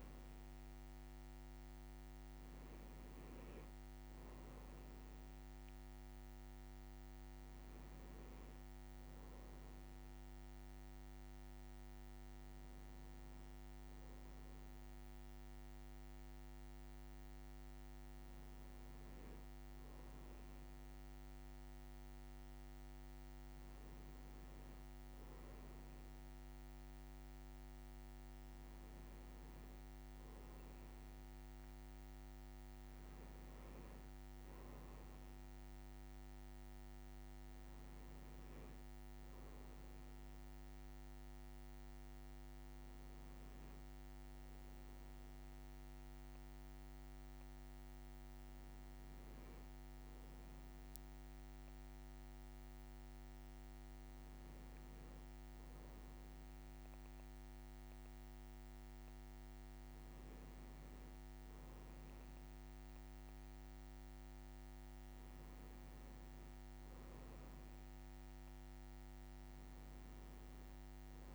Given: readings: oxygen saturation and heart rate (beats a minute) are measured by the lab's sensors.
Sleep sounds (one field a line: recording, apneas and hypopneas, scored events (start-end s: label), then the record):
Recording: a person awake in a sleep study, hard to hear, by a microphone on the trachea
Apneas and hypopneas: none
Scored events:
31.00-32.50 s: leg movement (device-marked)
From the record:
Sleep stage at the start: awake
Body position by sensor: on the right side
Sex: male